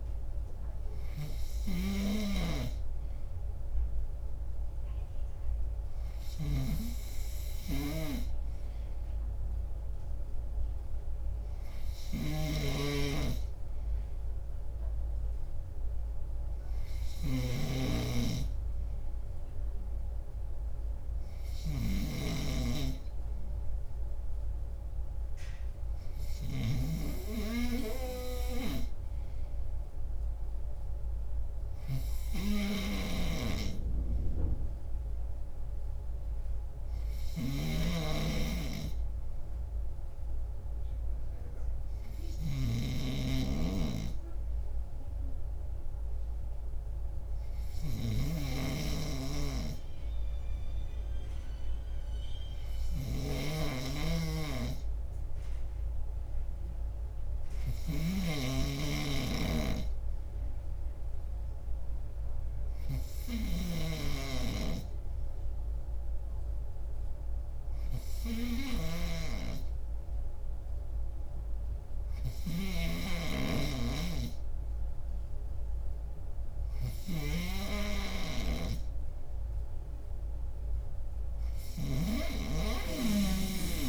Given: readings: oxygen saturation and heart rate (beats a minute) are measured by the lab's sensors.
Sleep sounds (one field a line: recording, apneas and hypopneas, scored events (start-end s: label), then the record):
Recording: breathing in sleep by a room microphone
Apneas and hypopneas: 1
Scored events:
12.50-22.50 s: snoring (device-marked)
35.50-79.50 s: obstructive apnea (oxygen 99% before, 94% lowest)
43.00-53.50 s: snoring (device-marked)
From the record:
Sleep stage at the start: N2 (light sleep)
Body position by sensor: on the left side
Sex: male